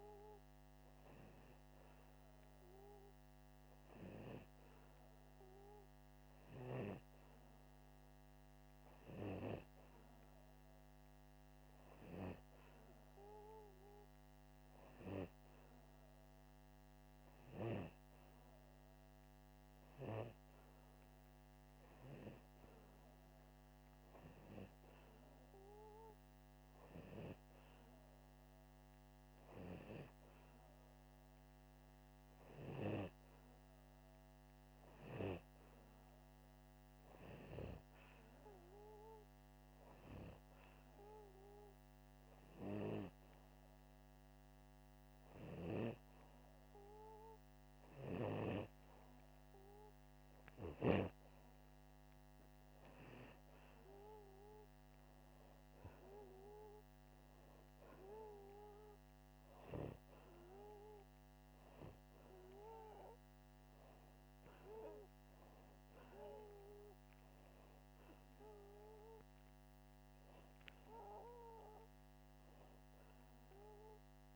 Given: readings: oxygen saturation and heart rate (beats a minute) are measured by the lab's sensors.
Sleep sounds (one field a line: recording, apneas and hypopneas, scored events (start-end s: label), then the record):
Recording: breathing in sleep by a microphone on the trachea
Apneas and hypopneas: none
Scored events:
none scored
From the record:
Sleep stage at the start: N2 (light sleep)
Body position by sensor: upright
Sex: male